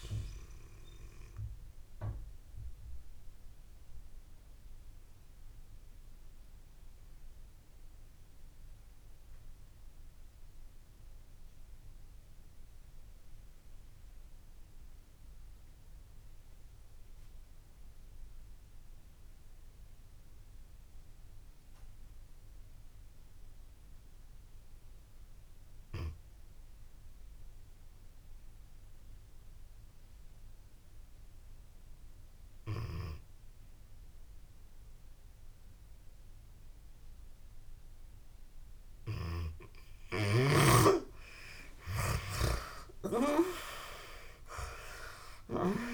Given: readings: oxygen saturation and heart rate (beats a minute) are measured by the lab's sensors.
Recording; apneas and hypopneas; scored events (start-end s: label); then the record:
breathing in sleep by a room microphone; 1
0.00-26.00 s: oxygen desaturation (device-marked, oxygen 95% before, 79% lowest)
1.50-37.50 s: obstructive apnea (oxygen 95% before, 76% lowest)
38.00-45.94 s: oxygen desaturation (device-marked, oxygen 96% before, 76% lowest)
40.50-44.00 s: arousal
From the record:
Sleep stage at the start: N2 (light sleep); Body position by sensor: on the back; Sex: female